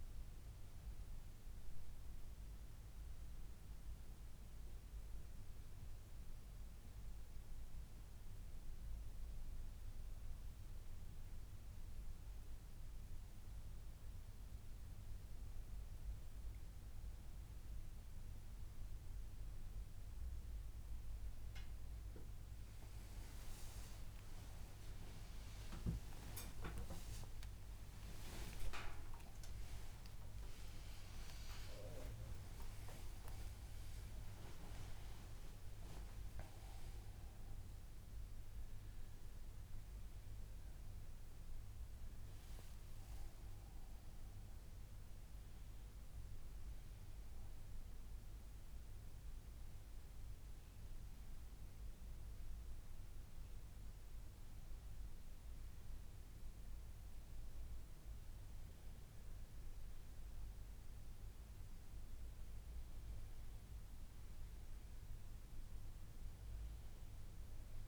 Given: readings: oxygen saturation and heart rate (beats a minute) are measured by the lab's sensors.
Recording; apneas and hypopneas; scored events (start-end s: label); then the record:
a person awake in a sleep study, by a room microphone; none
4.50-6.50 s: long interval between heartbeats (device-marked, heart rate 143 before, 116 extreme)
47.50-67.88 s: new sleep stage, N1 (lightest sleep)
From the record:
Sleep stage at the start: awake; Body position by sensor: on the back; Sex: male